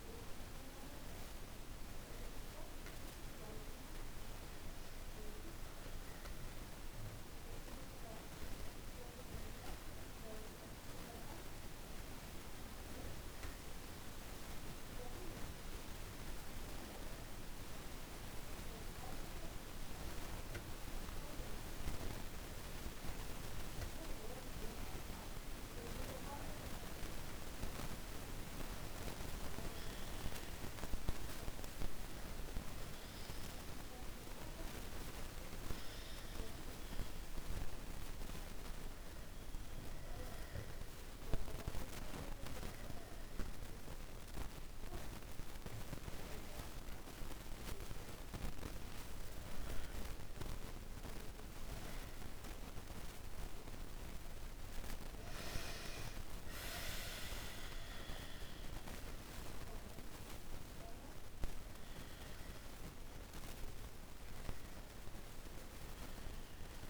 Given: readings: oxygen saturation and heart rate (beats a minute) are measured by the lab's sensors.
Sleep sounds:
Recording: breathing in sleep by a room microphone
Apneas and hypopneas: 1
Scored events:
18.50-29.50 s: hypopnea (oxygen 95% before, 93% lowest, heart rate 64 before, 61 extreme, up 0 after)
29.00-59.00 s: new sleep stage, N1 (lightest sleep)
31.50-36.00 s: arousal
57.50-62.50 s: arousal
59.00-66.90 s: new sleep stage, N2 (light sleep)
From the record:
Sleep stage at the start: N2 (light sleep)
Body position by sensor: on the back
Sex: male

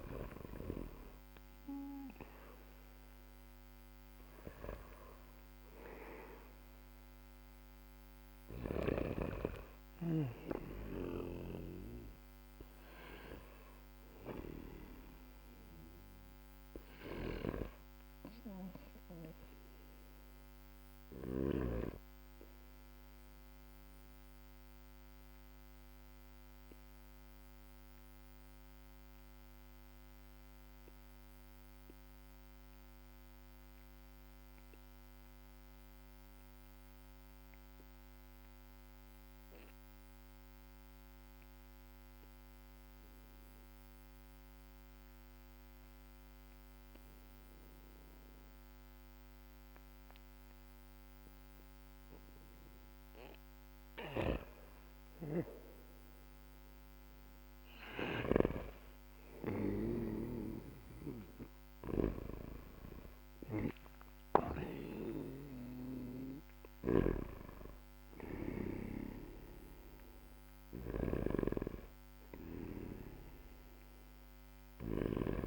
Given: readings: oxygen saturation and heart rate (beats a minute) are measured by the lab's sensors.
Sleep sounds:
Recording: breathing in sleep by a microphone on the trachea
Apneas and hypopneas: 1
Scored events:
1.50-37.50 s: oxygen desaturation (device-marked, oxygen 98% before, 91% lowest, heart rate 59 before, 43 extreme)
24.00-58.00 s: obstructive apnea (oxygen 98% before, 91% lowest, heart rate 50 before, 46 extreme, up 12 after)
53.50-62.00 s: snoring (device-marked)
55.50-75.47 s: oxygen desaturation (device-marked, oxygen 99% before, 93% lowest, heart rate 56 before, 45 extreme)
59.50-63.50 s: arousal
66.50-75.47 s: snoring (device-marked)
From the record:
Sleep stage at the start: N2 (light sleep)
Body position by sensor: on the back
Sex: male

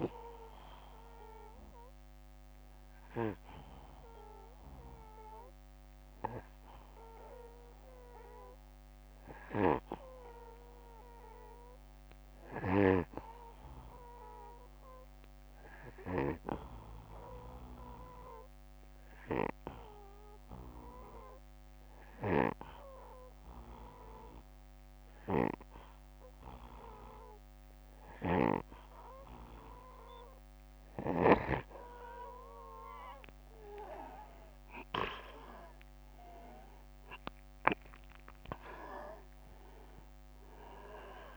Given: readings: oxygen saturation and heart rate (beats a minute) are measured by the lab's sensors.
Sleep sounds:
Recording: breathing in sleep by a microphone on the trachea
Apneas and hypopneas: 1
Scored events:
15.00-28.00 s: obstructive apnea (oxygen 95% before, 89% lowest, heart rate 61 before, 60 extreme, up 1 after)
28.50-41.37 s: oxygen desaturation (device-marked, oxygen 95% before, 90% lowest, heart rate 61 before, 61 extreme)
34.50-40.00 s: arousal
From the record:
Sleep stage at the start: N2 (light sleep)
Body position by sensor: on the back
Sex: male

